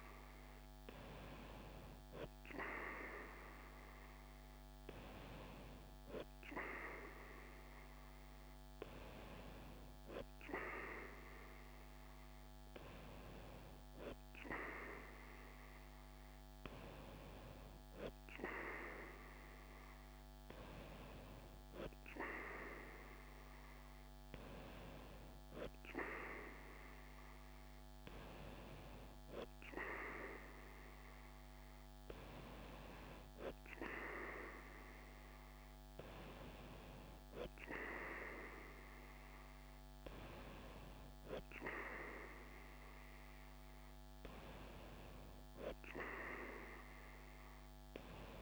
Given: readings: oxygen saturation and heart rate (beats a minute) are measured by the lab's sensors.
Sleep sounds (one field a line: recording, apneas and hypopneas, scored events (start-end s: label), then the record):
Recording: breathing in sleep by a microphone on the trachea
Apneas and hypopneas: none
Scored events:
none scored
From the record:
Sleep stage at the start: N2 (light sleep)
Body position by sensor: on the right side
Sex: female